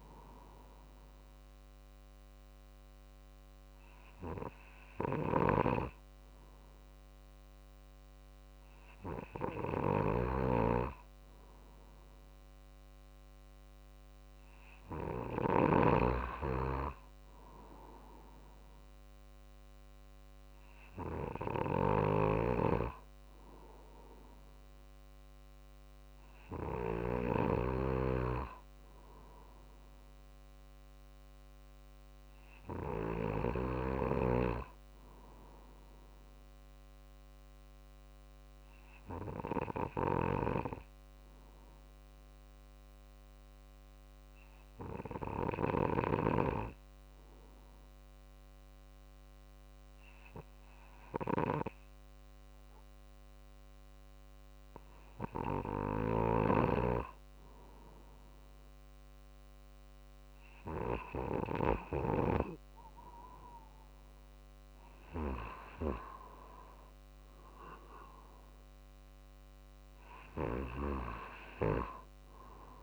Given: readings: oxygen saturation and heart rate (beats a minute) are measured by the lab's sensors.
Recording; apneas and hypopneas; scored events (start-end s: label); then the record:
breathing in sleep by a microphone on the trachea; 1
0.00-6.00 s: drop in pulse transit time (device-marked, heart rate 49 extreme)
4.50-15.50 s: snoring (device-marked)
26.00-43.00 s: drop in pulse transit time (device-marked, heart rate 50 before, 48 extreme)
36.50-55.00 s: obstructive apnea (oxygen 95% before, 94% lowest, heart rate 50 before, 48 extreme, up 2 after)
58.00-62.50 s: arousal
62.00-72.83 s: drop in pulse transit time (device-marked, heart rate 49 before, 49 extreme)
From the record:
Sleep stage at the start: N2 (light sleep); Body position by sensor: on the right side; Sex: male